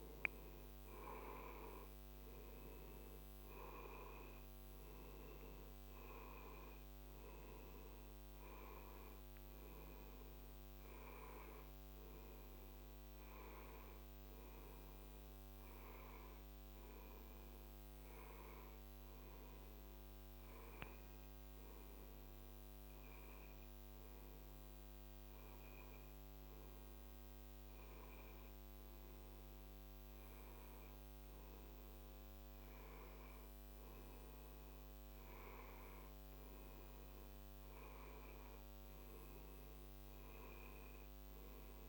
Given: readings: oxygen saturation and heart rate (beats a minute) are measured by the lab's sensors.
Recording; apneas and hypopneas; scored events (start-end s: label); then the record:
breathing in sleep by a microphone on the trachea; none
0.00-1.50 s: arousal
From the record:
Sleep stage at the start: N1 (lightest sleep); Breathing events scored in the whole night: 309 in 4.6 hours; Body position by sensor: on the back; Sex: male